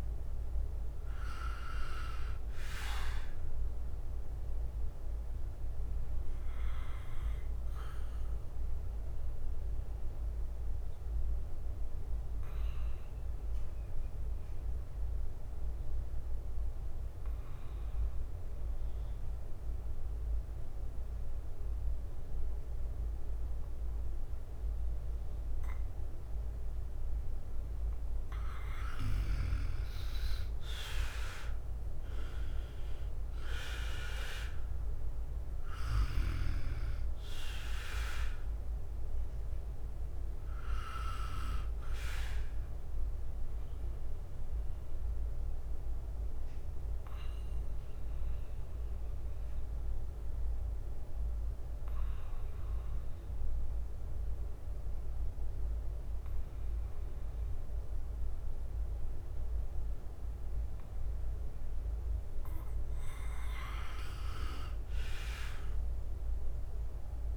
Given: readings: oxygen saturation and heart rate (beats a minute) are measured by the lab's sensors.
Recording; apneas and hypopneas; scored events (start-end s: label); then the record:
breathing in sleep by a room microphone; 2
0.00-8.50 s: drop in pulse transit time (device-marked, heart rate 58 extreme)
0.00-23.50 s: oxygen desaturation (device-marked, oxygen 87% lowest, heart rate 53 extreme)
1.50-17.50 s: bradycardia (device-marked, heart rate 61 before, 58 extreme)
2.50-26.50 s: hypopnea (oxygen 98% before, 87% lowest, heart rate 63 before, 53 extreme, up 1 after)
22.50-30.50 s: bradycardia (device-marked, heart rate 61 before, 55 extreme)
28.50-62.50 s: oxygen desaturation (device-marked, oxygen 98% before, 87% lowest, heart rate 59 before, 53 extreme)
31.00-34.00 s: arousal
31.50-43.50 s: drop in pulse transit time (device-marked, heart rate 58 before, 57 extreme)
39.50-67.37 s: bradycardia (device-marked, heart rate 61 before, 53 extreme)
41.00-62.00 s: hypopnea (oxygen 98% before, 87% lowest, heart rate 60 before, 53 extreme, up 2 after)
64.50-67.37 s: drop in pulse transit time (device-marked, heart rate 55 before, 56 extreme)
65.00-67.37 s: arousal
From the record:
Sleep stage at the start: N2 (light sleep); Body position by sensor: on the right side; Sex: male